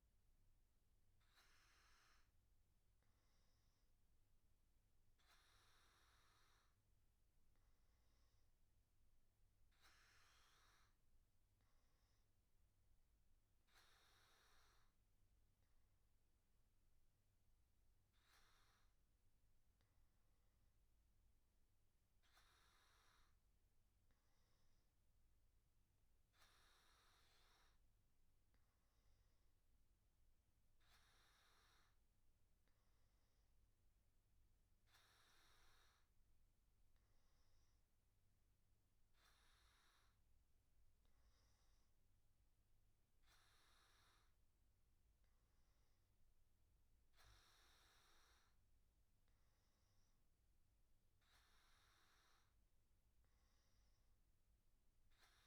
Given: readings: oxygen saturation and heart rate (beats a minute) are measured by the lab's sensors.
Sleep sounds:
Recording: breathing in sleep, hard to hear, by a room microphone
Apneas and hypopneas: none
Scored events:
48.00-55.47 s: new sleep stage, N2 (light sleep)
From the record:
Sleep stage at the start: N1 (lightest sleep)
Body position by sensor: on the back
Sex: male

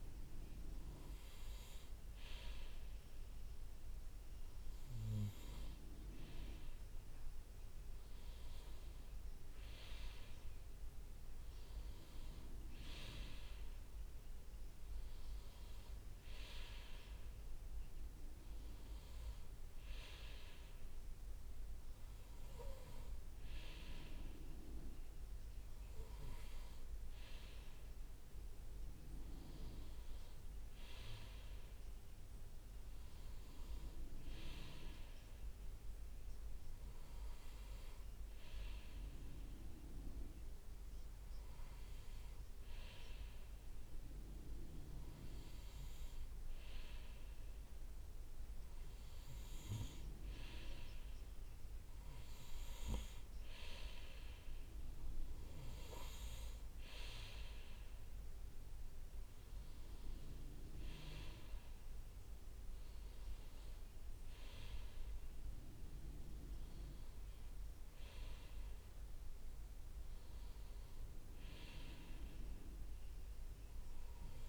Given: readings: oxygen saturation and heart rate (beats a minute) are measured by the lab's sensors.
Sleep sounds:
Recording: breathing in sleep by a room microphone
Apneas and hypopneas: none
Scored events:
0.00-4.00 s: leg movement (device-marked)
26.00-28.00 s: leg movement (device-marked)
32.50-74.49 s: new sleep stage, N2 (light sleep)
33.00-37.00 s: leg movement (device-marked)
44.00-48.50 s: leg movement (device-marked)
56.00-64.50 s: leg movement (device-marked)
70.50-74.49 s: leg movement (device-marked)
From the record:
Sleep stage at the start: N1 (lightest sleep)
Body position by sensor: on the right side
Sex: male

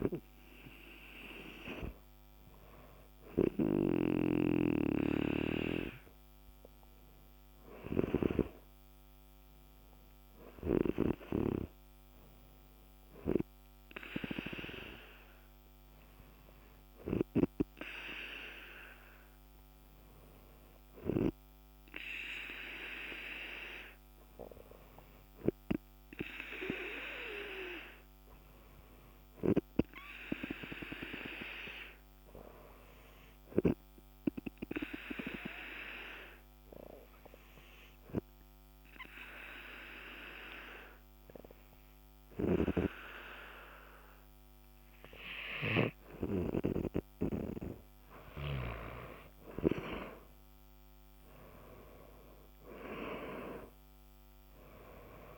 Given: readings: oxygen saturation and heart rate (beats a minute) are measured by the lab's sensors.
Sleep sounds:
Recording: breathing in sleep by a microphone on the trachea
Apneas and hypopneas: 1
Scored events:
35.50-46.50 s: obstructive apnea (oxygen 97% before, 93% lowest, heart rate 67 before, 52 extreme, up 42 after)
49.50-53.00 s: arousal
From the record:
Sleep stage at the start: N2 (light sleep)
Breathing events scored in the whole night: 239 in 3.1 hours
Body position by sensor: on the back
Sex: male

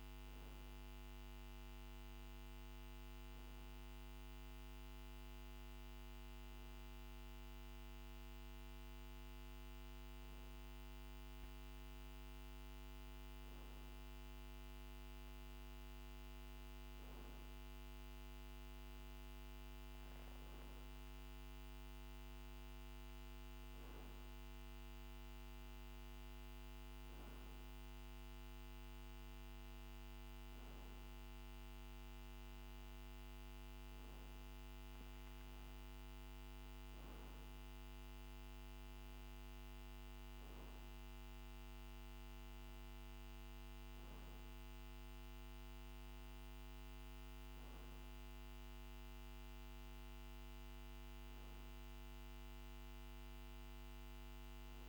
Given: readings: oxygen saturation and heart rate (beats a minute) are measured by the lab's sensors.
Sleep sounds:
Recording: breathing in sleep, hard to hear, by a microphone on the trachea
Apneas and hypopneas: none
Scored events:
none scored
From the record:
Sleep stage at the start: N2 (light sleep)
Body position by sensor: on the back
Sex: male

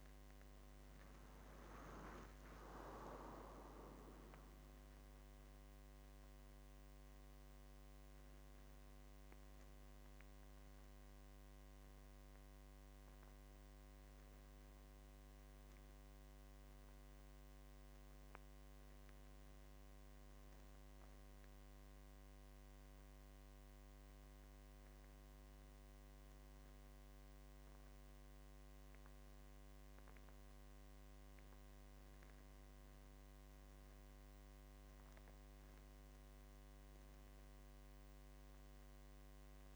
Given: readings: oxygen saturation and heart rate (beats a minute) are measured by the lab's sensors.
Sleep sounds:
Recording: breathing in sleep by a microphone on the trachea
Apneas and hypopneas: none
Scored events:
none scored
From the record:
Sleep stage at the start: N1 (lightest sleep)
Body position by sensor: on the back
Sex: male

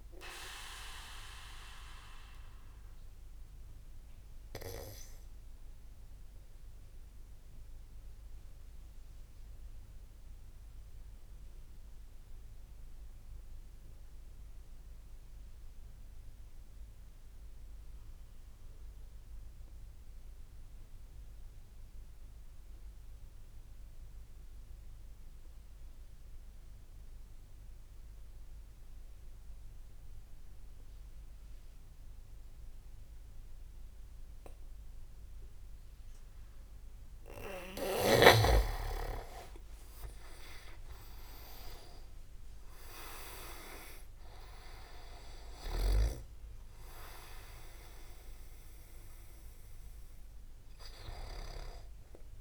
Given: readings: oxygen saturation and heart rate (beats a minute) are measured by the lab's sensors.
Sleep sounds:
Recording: breathing in sleep by a room microphone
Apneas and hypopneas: 1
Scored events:
0.00-1.00 s: oxygen desaturation (device-marked, oxygen 90% lowest)
0.00-8.00 s: tachycardia (device-marked)
3.00-37.50 s: obstructive apnea (oxygen 96% before, 91% lowest)
32.00-51.00 s: oxygen desaturation (device-marked, oxygen 98% before, 91% lowest)
39.00-42.50 s: arousal
40.50-44.00 s: leg movement (device-marked)
From the record:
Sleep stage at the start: N2 (light sleep)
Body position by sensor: on the back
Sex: male

